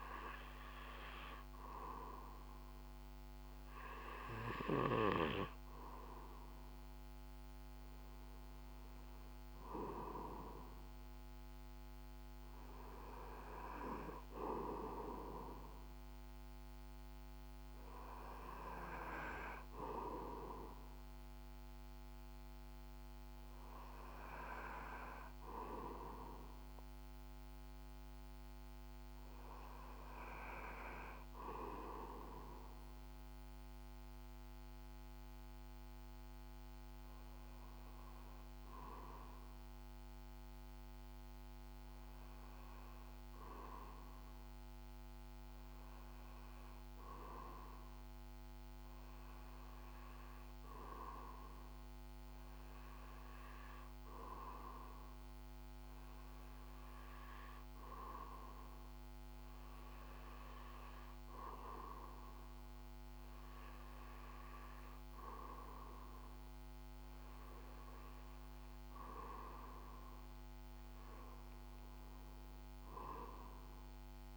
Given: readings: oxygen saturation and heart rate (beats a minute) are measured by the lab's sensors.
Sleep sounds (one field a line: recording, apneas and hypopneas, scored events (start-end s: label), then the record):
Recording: breathing in sleep by a microphone on the trachea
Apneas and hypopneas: 1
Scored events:
38.00-62.00 s: hypopnea (oxygen 98% before, 94% lowest, heart rate 61 before, 58 extreme, up 2 after)
58.50-74.37 s: oxygen desaturation (device-marked, oxygen 98% before, 94% lowest, heart rate 59 before, 59 extreme)
64.00-68.50 s: arousal
From the record:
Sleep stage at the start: REM sleep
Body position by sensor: on the back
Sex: male